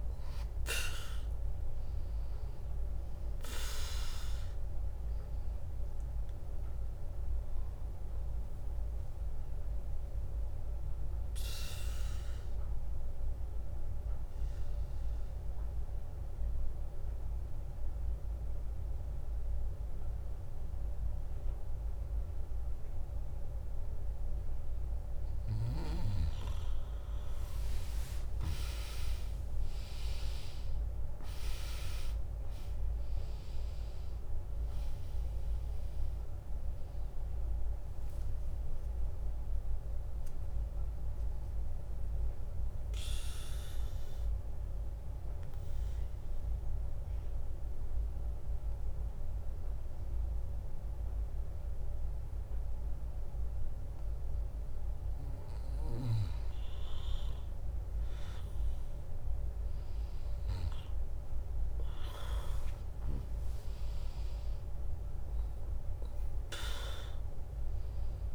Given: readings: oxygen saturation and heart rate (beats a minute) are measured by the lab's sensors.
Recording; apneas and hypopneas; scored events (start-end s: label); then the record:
breathing in sleep by a room microphone; 2
7.50-21.50 s: drop in pulse transit time (device-marked, heart rate 67 before, 73 extreme)
11.00-24.50 s: obstructive apnea (oxygen 99% before, 95% lowest, heart rate 66 before, 59 extreme)
24.50-26.50 s: bradycardia (device-marked, heart rate 78 before, 67 extreme)
27.00-32.00 s: arousal
33.50-48.50 s: oxygen desaturation (device-marked, oxygen 99% before, 95% lowest, heart rate 73 before, 58 extreme)
37.50-54.50 s: drop in pulse transit time (device-marked, heart rate 70 before, 77 extreme)
42.50-56.00 s: obstructive apnea (oxygen 99% before, 94% lowest, heart rate 71 before, 58 extreme)
55.50-58.50 s: bradycardia (device-marked, heart rate 78 before, 63 extreme)
59.00-63.00 s: arousal
From the record:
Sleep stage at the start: N2 (light sleep); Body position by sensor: on the back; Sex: female